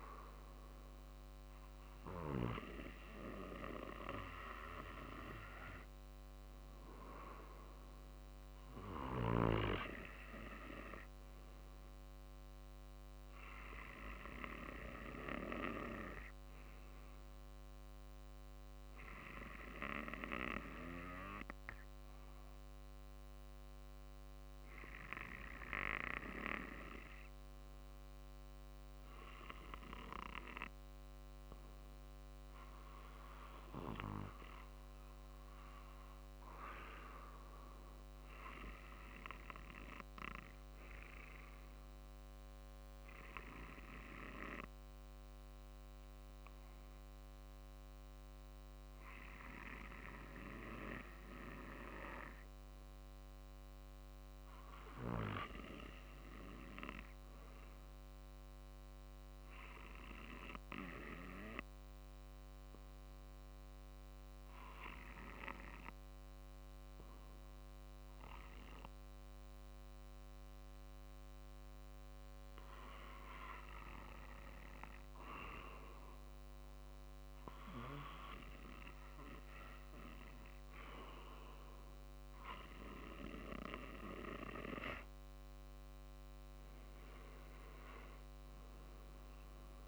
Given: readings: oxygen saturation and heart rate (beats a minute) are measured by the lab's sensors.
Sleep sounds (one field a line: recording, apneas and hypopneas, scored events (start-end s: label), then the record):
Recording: breathing in sleep by a microphone on the trachea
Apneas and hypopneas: 2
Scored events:
0.00-46.50 s: oxygen desaturation (device-marked, oxygen 88% lowest, heart rate 49 extreme)
10.50-24.50 s: drop in pulse transit time (device-marked, heart rate 50 before, 50 extreme)
13.00-26.00 s: obstructive apnea (oxygen 96% before, 88% lowest, heart rate 50 before, 49 extreme)
28.50-32.50 s: arousal
42.00-76.50 s: hypopnea (oxygen 91% before, 87% lowest, heart rate 49 before, 49 extreme, up 1 after)
58.50-74.50 s: drop in pulse transit time (device-marked, heart rate 49 before, 49 extreme)
82.00-86.00 s: arousal
83.50-89.88 s: oxygen desaturation (device-marked, oxygen 91% before, 87% lowest, heart rate 49 before, 48 extreme)
From the record:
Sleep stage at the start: REM sleep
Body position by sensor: on the back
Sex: male